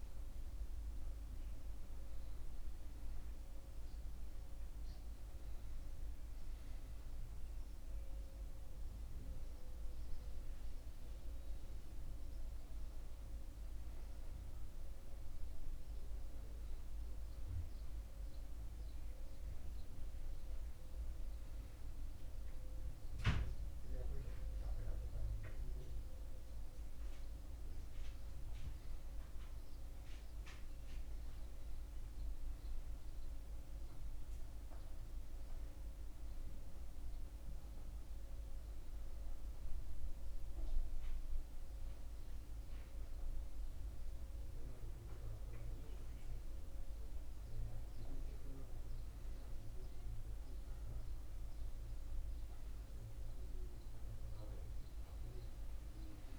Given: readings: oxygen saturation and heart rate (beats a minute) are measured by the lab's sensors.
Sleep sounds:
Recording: a person awake in a sleep study, hard to hear, by a room microphone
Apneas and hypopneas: none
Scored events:
none scored
From the record:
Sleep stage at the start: awake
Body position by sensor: on the back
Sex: male

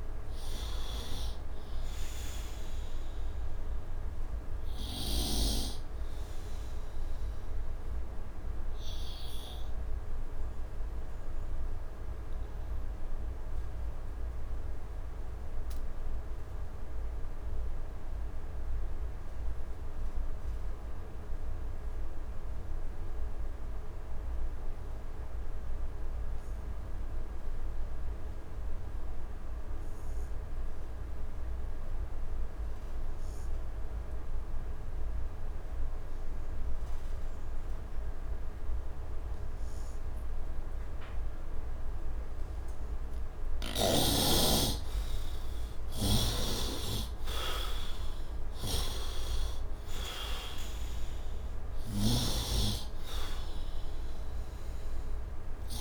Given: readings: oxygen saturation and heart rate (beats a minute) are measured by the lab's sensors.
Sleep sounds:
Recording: breathing in sleep by a room microphone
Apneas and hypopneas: 1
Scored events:
0.00-18.00 s: oxygen desaturation (device-marked, oxygen 67% lowest, heart rate 71 extreme)
7.50-44.50 s: obstructive apnea (oxygen 98% before, 66% lowest, heart rate 79 before, 71 extreme, up 9 after)
29.00-55.81 s: oxygen desaturation (device-marked, oxygen 100% before, 66% lowest, heart rate 73 before, 71 extreme)
46.00-52.00 s: snoring (device-marked)
46.50-50.50 s: arousal
From the record:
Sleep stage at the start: N2 (light sleep)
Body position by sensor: on the right side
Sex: male

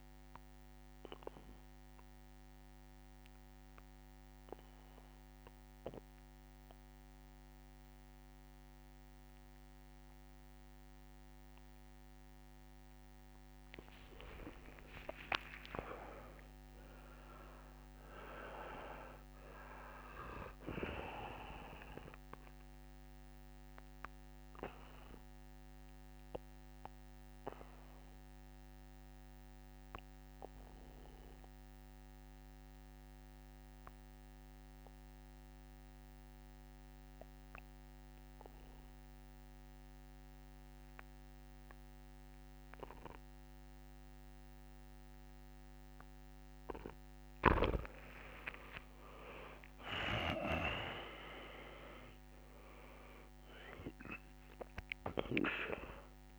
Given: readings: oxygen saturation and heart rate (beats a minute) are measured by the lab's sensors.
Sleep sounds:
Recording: breathing in sleep by a microphone on the trachea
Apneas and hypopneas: 2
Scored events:
0.50-12.50 s: oxygen desaturation (device-marked, oxygen 98% before, 94% lowest, heart rate 74 before, 70 extreme)
0.50-13.00 s: obstructive apnea (oxygen 98% before, 88% lowest, heart rate 74 before, 70 extreme, up 18 after)
14.00-17.00 s: arousal
14.50-16.50 s: long interval between heartbeats (device-marked, heart rate 74 before, 86 extreme)
20.50-36.50 s: oxygen desaturation (device-marked, oxygen 96% before, 89% lowest, heart rate 77 before, 70 extreme)
23.00-46.00 s: obstructive apnea (oxygen 98% before, 86% lowest, heart rate 77 before, 70 extreme, up 8 after)
48.50-56.38 s: oxygen desaturation (device-marked, oxygen 98% before, 88% lowest, heart rate 72 before, 70 extreme)
49.00-53.50 s: arousal
49.50-51.50 s: long interval between heartbeats (device-marked, heart rate 72 before, 74 extreme)
50.00-55.50 s: snoring (device-marked)
From the record:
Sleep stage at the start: N2 (light sleep)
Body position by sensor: on the back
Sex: male

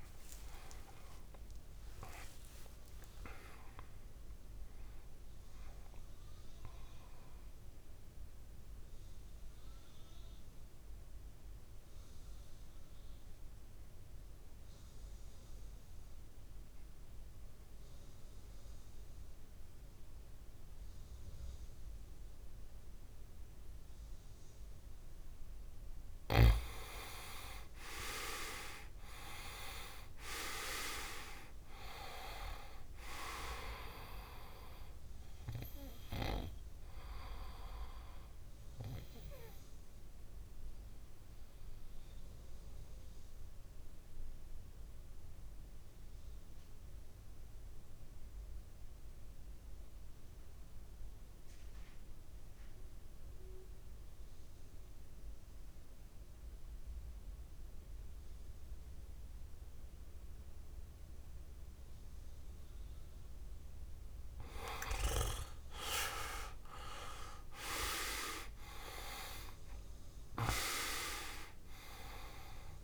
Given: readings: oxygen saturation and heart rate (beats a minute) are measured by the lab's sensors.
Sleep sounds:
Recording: breathing in sleep by a room microphone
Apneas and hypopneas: 2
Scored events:
0.00-6.50 s: oxygen desaturation (device-marked, oxygen 90% lowest, heart rate 61 extreme)
6.50-25.00 s: mixed apnea (oxygen 100% before, 88% lowest, heart rate 71 before, 61 extreme, up 8 after)
26.50-48.50 s: oxygen desaturation (device-marked, oxygen 98% before, 90% lowest, heart rate 68 before, 61 extreme)
27.00-31.00 s: arousal
41.00-63.00 s: obstructive apnea (oxygen 99% before, 88% lowest, heart rate 66 before, 59 extreme, up 12 after)
63.50-72.83 s: oxygen desaturation (device-marked, oxygen 99% before, 88% lowest, heart rate 62 before, 59 extreme)
65.50-71.00 s: arousal
From the record:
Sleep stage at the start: N2 (light sleep)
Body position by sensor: on the back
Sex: male

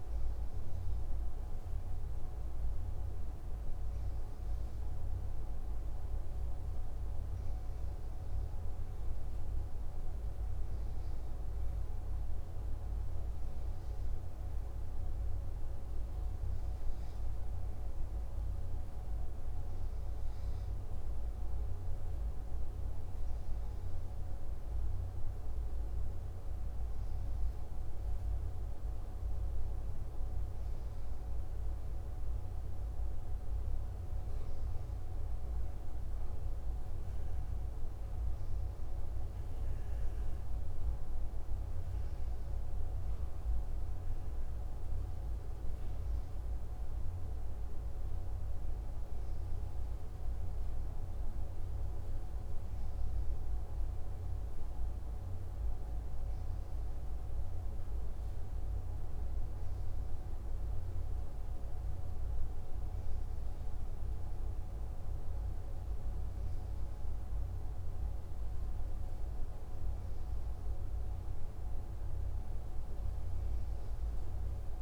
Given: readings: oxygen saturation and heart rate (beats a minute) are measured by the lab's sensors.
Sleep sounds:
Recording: breathing in sleep, hard to hear, by a room microphone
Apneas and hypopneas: none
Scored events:
none scored
From the record:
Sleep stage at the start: N2 (light sleep)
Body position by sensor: on the back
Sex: male

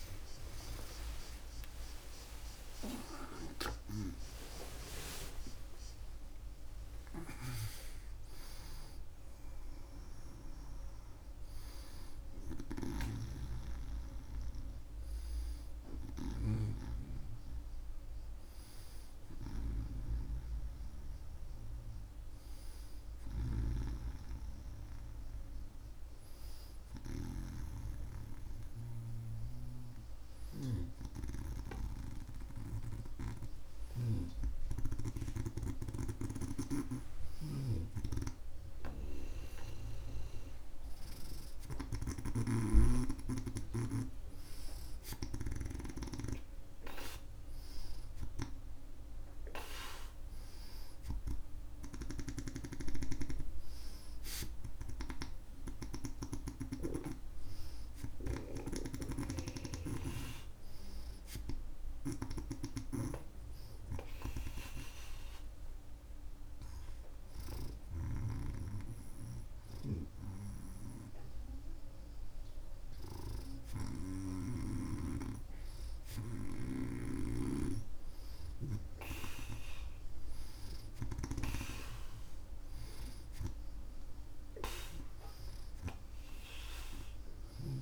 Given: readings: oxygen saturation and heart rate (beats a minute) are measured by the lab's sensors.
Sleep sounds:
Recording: a person partly awake in a sleep study, by a room microphone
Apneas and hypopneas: none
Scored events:
12.50-34.00 s: snoring (device-marked)
15.00-87.82 s: new sleep stage, N2 (light sleep)
36.00-42.00 s: snoring (device-marked)
41.00-59.00 s: oxygen desaturation (device-marked, oxygen 93% before, 89% lowest)
59.00-74.50 s: snoring (device-marked)
76.50-81.50 s: snoring (device-marked)
From the record:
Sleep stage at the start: awake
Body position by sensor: on the right side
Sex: male

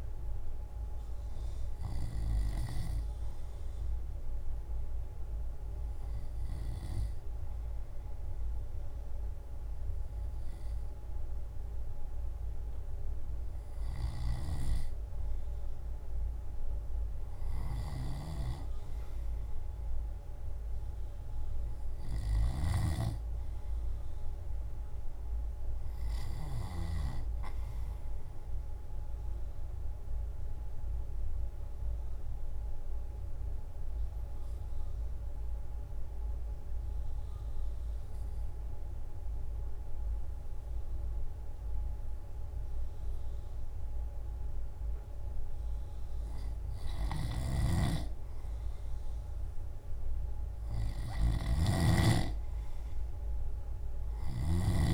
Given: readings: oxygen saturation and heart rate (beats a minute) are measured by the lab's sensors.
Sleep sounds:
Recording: breathing in sleep by a room microphone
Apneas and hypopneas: 1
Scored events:
0.00-4.00 s: drop in pulse transit time (device-marked, heart rate 57 extreme)
20.00-34.00 s: drop in pulse transit time (device-marked, heart rate 57 before, 55 extreme)
22.50-25.50 s: arousal
28.50-47.00 s: obstructive apnea (oxygen 97% before, 93% lowest, heart rate 57 before, 53 extreme, up 9 after)
51.00-54.94 s: arousal
53.00-54.94 s: drop in pulse transit time (device-marked, heart rate 56 before, 55 extreme)
From the record:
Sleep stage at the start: N2 (light sleep)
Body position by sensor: on the left side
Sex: male

